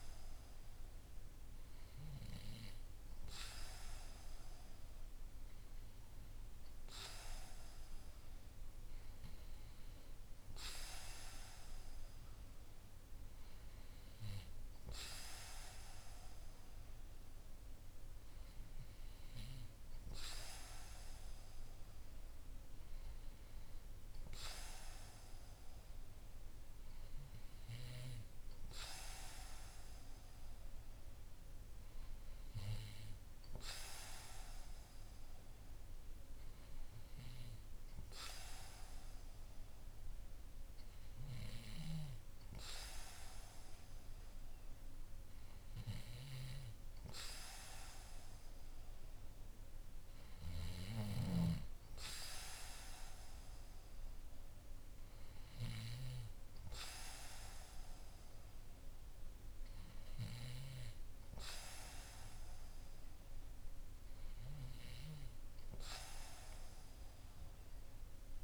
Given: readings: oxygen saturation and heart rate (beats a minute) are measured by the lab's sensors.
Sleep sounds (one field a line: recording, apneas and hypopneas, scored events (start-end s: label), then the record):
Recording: breathing in sleep by a room microphone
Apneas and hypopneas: none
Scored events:
none scored
From the record:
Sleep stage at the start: N2 (light sleep)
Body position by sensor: on the back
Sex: male